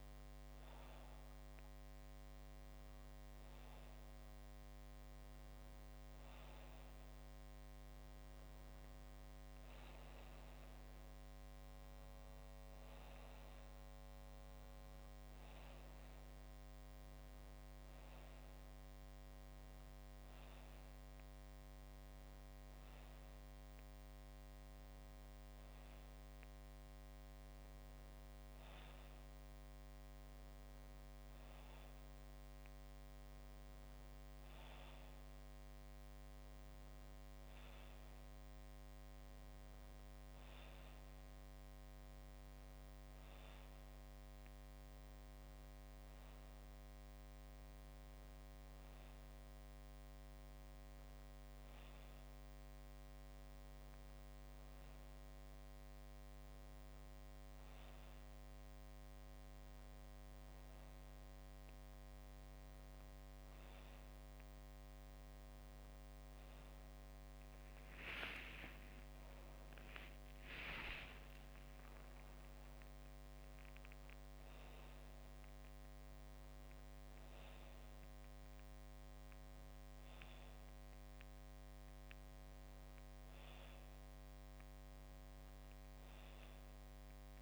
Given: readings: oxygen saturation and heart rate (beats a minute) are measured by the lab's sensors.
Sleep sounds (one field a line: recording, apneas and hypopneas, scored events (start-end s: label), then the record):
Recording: breathing in sleep, hard to hear, by a microphone on the trachea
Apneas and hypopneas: none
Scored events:
68.00-71.00 s: arousal
From the record:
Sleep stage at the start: N2 (light sleep)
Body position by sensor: on the back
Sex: male